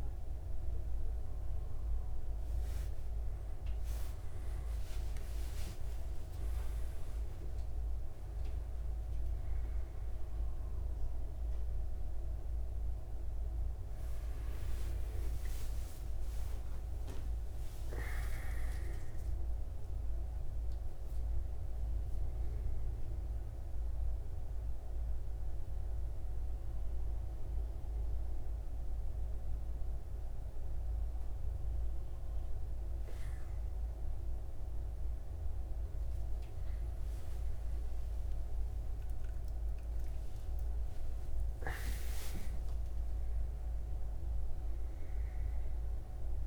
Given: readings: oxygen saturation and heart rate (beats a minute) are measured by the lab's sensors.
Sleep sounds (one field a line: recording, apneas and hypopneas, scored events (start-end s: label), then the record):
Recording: a person awake in a sleep study, hard to hear, by a room microphone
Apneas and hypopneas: none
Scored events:
41.00-46.47 s: new sleep stage, N2 (light sleep)
45.00-46.47 s: oxygen desaturation (device-marked, oxygen 98% before, 94% lowest, heart rate 103 before, 74 extreme)
From the record:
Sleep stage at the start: awake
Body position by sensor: on the back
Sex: male